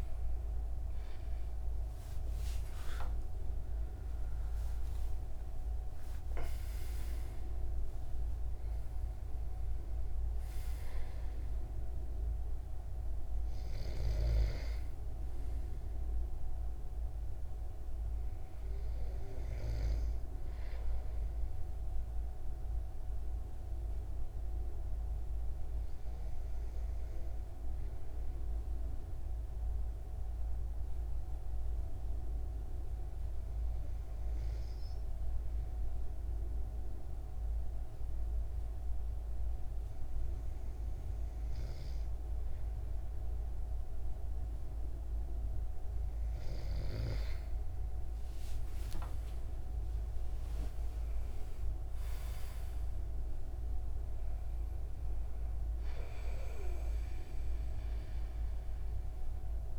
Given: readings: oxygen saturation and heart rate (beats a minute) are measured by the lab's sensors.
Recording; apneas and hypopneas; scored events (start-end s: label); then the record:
breathing in sleep by a room microphone; 1
0.00-18.00 s: oxygen desaturation (device-marked, oxygen 93% lowest, heart rate 66 extreme)
0.50-5.00 s: arousal
22.50-46.50 s: hypopnea (oxygen 96% before, 94% lowest, heart rate 86 before, 64 extreme, up 26 after)
48.50-53.00 s: arousal
From the record:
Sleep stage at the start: N2 (light sleep); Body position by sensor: on the back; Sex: male